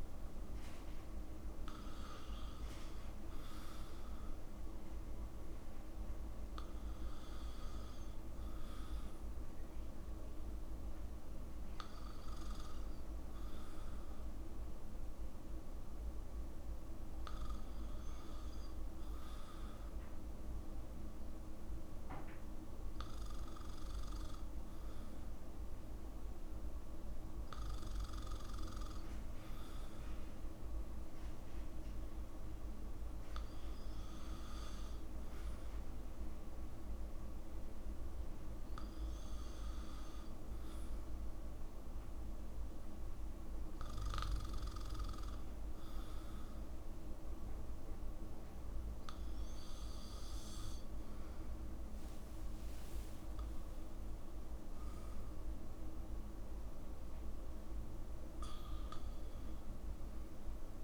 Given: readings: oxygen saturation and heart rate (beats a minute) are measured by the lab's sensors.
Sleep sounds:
breathing in sleep, hard to hear, by a room microphone; none
none scored
From the record:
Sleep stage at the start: N2 (light sleep); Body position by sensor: on the back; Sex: male

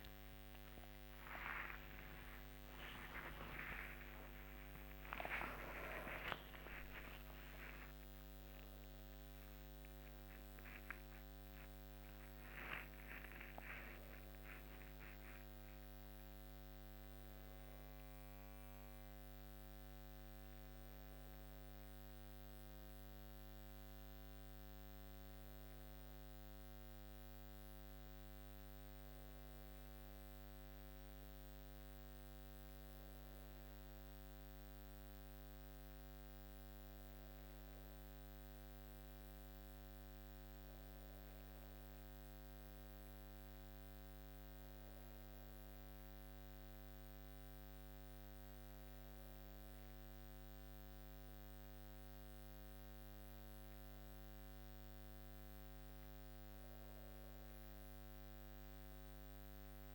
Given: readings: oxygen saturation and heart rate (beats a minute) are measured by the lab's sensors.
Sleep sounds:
a person partly awake in a sleep study, by a microphone on the trachea; none
14.00-59.95 s: new sleep stage, N1 (lightest sleep)
From the record:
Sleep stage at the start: awake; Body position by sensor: on the back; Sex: female

